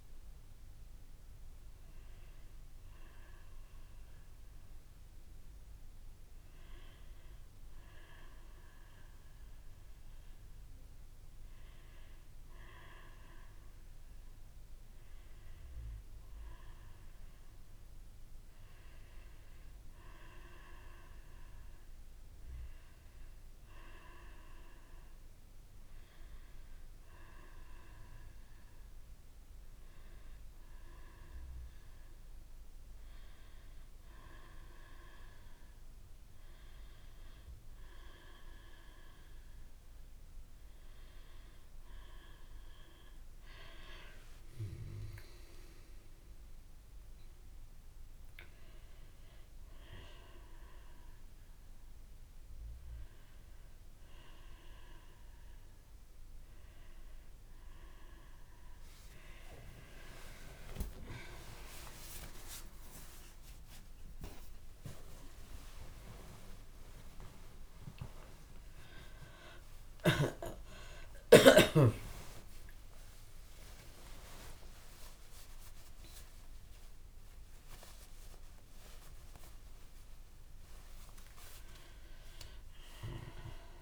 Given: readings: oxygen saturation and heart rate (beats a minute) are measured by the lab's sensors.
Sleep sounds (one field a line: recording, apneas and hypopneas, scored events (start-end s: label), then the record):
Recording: breathing in sleep by a room microphone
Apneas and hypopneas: 1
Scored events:
6.50-40.50 s: obstructive apnea (oxygen 98% before, 91% lowest)
16.00-18.00 s: oxygen desaturation (device-marked, oxygen 98% before, 95% lowest)
43.00-46.00 s: arousal
75.00-83.82 s: new sleep stage, awake
From the record:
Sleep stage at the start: N2 (light sleep)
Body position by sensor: on the back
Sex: female